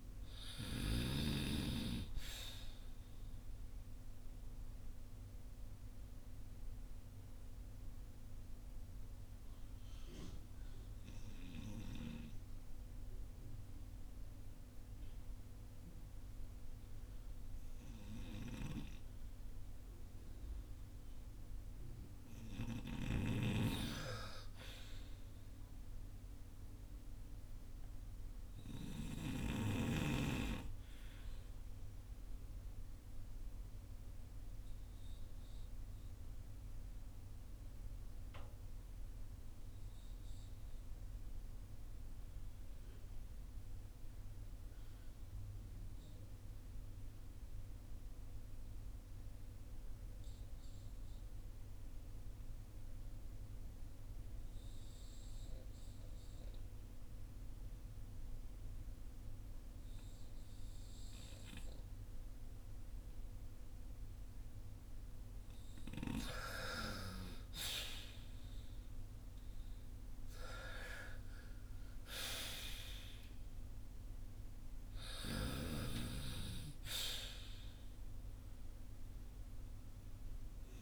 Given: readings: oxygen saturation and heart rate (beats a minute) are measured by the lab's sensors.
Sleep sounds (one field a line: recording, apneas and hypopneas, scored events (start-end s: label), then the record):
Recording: breathing in sleep by a room microphone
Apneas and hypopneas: 2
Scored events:
0.00-31.50 s: oxygen desaturation (device-marked, oxygen 72% lowest, heart rate 46 extreme)
3.00-22.50 s: mixed apnea (oxygen 90% before, 72% lowest, heart rate 68 before, 49 extreme, up 5 after)
24.50-28.00 s: arousal
33.50-66.00 s: obstructive apnea (oxygen 98% before, 77% lowest, heart rate 53 before, 49 extreme, up 14 after)
59.50-80.82 s: oxygen desaturation (device-marked, oxygen 92% before, 77% lowest, heart rate 50 before, 45 extreme)
69.00-74.00 s: arousal
From the record:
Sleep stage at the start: REM sleep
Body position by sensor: on the front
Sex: male